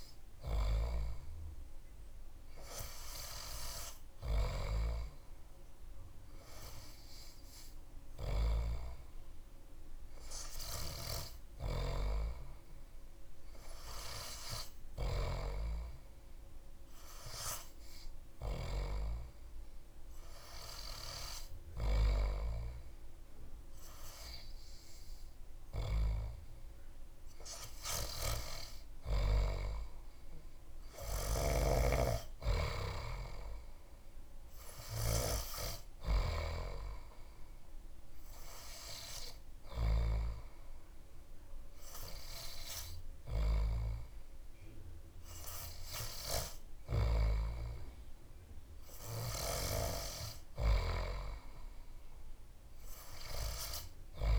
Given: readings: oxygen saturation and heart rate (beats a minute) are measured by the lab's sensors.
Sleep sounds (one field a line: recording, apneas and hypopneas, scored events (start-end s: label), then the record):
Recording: breathing in sleep by a room microphone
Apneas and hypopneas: none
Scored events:
none scored
From the record:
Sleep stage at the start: N3 (deep sleep)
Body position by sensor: on the back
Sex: male